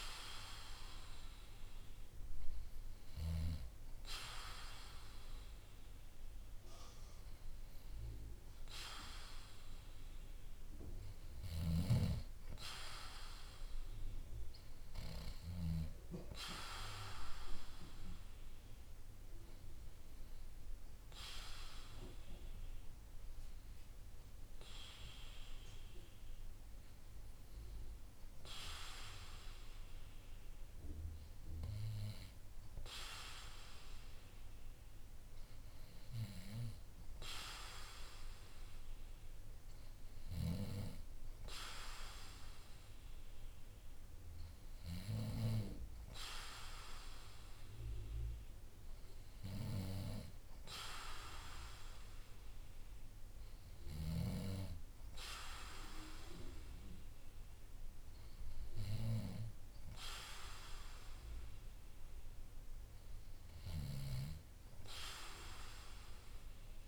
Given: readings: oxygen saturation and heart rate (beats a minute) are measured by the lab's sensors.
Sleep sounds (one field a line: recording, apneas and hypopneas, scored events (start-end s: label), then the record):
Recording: breathing in sleep by a room microphone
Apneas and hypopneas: none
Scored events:
none scored
From the record:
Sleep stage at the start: N2 (light sleep)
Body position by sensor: on the back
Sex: male